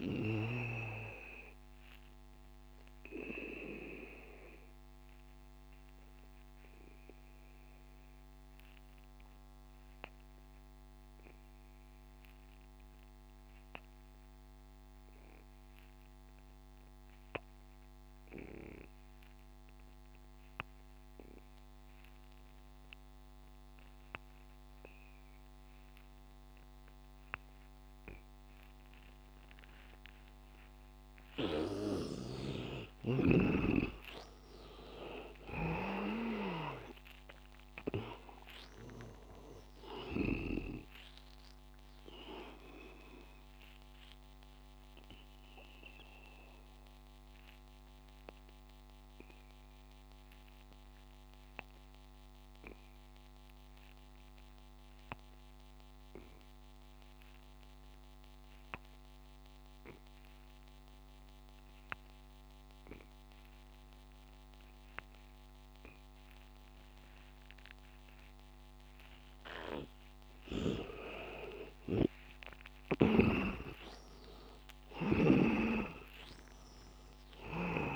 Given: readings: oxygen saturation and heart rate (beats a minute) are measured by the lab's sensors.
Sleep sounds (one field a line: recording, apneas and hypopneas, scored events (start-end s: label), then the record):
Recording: breathing in sleep by a microphone on the trachea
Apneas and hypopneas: 2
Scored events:
0.00-1.00 s: snoring (device-marked)
0.00-10.50 s: oxygen desaturation (device-marked, oxygen 80% lowest, heart rate 78 extreme)
1.50-30.00 s: obstructive apnea (oxygen 100% before, 76% lowest, heart rate 92 before, 78 extreme, up 15 after)
23.50-55.50 s: oxygen desaturation (device-marked, oxygen 100% before, 76% lowest, heart rate 87 before, 78 extreme)
31.50-35.00 s: arousal
31.50-39.50 s: snoring (device-marked)
43.50-69.00 s: obstructive apnea (oxygen 100% before, 76% lowest, heart rate 89 before, 78 extreme, up 17 after)
66.50-77.96 s: oxygen desaturation (device-marked, oxygen 100% before, 78% lowest, heart rate 85 before, 77 extreme)
72.00-76.00 s: arousal
From the record:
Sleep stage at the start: N2 (light sleep)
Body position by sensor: on the back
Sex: male